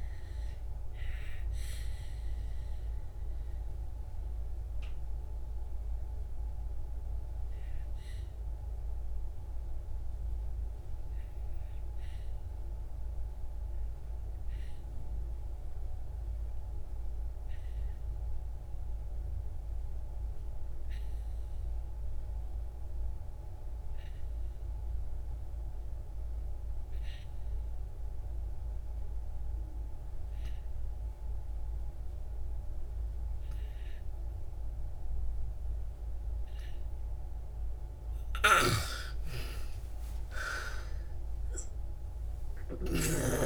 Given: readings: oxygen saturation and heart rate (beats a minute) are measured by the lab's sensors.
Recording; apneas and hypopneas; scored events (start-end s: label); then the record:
breathing in sleep by a room microphone; 1
0.00-21.50 s: oxygen desaturation (device-marked, oxygen 63% lowest, heart rate 53 extreme)
1.00-38.50 s: mixed apnea (oxygen 91% before, 63% lowest, heart rate 61 before, 58 extreme, up 51 after)
23.50-43.46 s: oxygen desaturation (device-marked, oxygen 98% before, 64% lowest, heart rate 68 before, 58 extreme)
38.50-43.00 s: snoring (device-marked)
39.50-43.46 s: arousal
From the record:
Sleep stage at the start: REM sleep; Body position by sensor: on the back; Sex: female